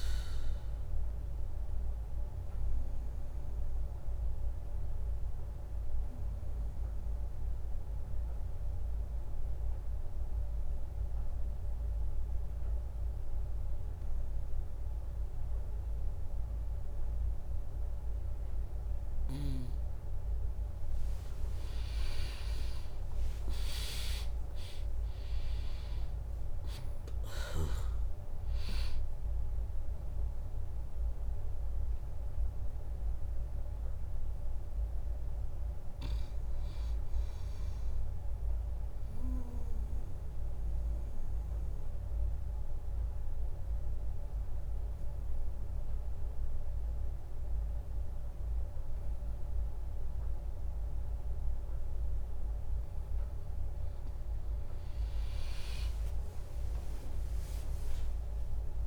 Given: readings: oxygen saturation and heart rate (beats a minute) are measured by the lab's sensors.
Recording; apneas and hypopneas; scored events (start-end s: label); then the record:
breathing in sleep by a room microphone; 2
0.00-4.00 s: drop in pulse transit time (device-marked, heart rate 60 extreme)
0.50-20.00 s: obstructive apnea (oxygen 100% before, 96% lowest, heart rate 71 before, 61 extreme, up 3 after)
23.00-28.50 s: arousal
24.00-38.00 s: drop in pulse transit time (device-marked, heart rate 65 before, 63 extreme)
38.00-52.00 s: obstructive apnea (oxygen 100% before, 96% lowest, heart rate 71 before, 64 extreme)
55.00-58.87 s: arousal
From the record:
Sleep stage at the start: N2 (light sleep); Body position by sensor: on the back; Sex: female